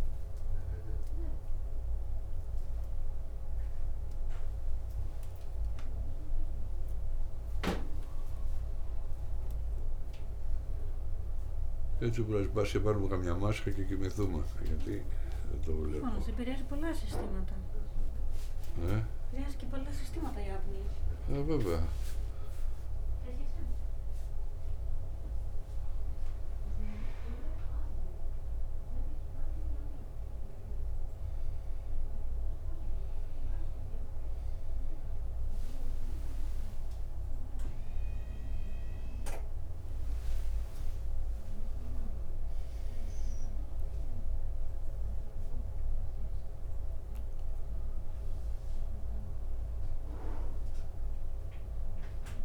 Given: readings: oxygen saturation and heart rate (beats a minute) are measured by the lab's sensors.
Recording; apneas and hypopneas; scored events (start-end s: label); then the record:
a person awake in a sleep study, by a room microphone; none
15.00-21.00 s: snoring (device-marked)
42.50-52.44 s: new sleep stage, N1 (lightest sleep)
From the record:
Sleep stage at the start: awake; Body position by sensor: on the back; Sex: male